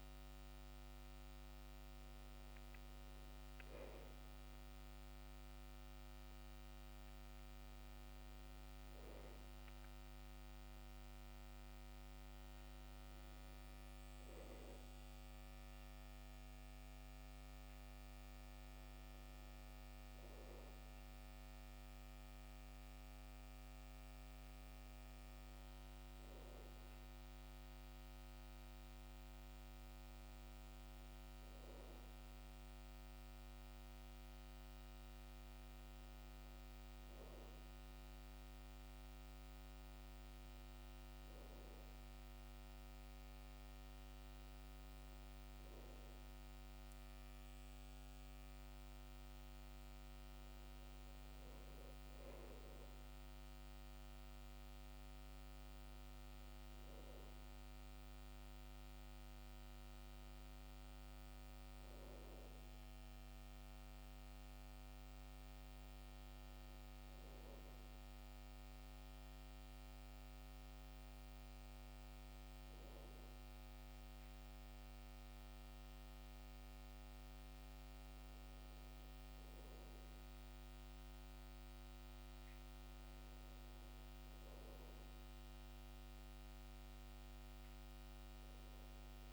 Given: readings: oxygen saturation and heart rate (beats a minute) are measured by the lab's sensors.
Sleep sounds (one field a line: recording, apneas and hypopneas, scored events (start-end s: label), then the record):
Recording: breathing in sleep, hard to hear, by a microphone on the trachea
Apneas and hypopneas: none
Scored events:
0.00-20.50 s: oxygen desaturation (device-marked, oxygen 85% lowest, heart rate 63 extreme)
From the record:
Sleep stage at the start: N2 (light sleep)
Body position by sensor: on the back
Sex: male